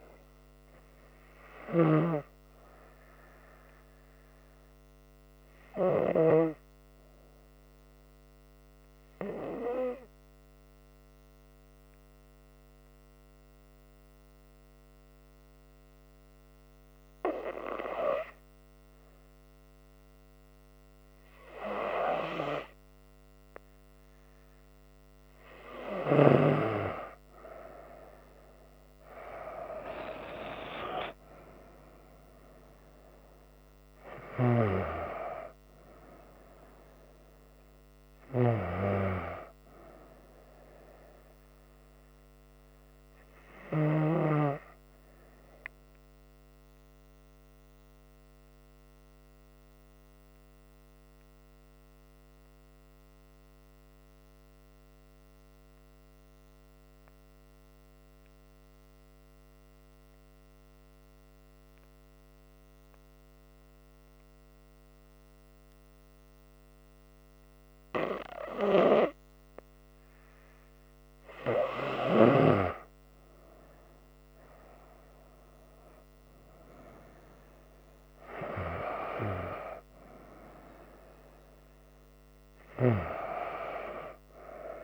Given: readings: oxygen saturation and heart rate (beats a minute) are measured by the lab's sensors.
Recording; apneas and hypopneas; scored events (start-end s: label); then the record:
breathing in sleep by a microphone on the trachea; 2
0.00-2.00 s: snoring (device-marked)
9.50-20.00 s: obstructive apnea (oxygen 97% before, 95% lowest, heart rate 68 before, 66 extreme, up 4 after)
31.00-35.00 s: arousal
46.50-70.00 s: obstructive apnea (oxygen 98% before, 95% lowest, heart rate 71 before, 63 extreme, up 4 after)
76.00-79.50 s: arousal
From the record:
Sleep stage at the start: N2 (light sleep); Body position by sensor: on the front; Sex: female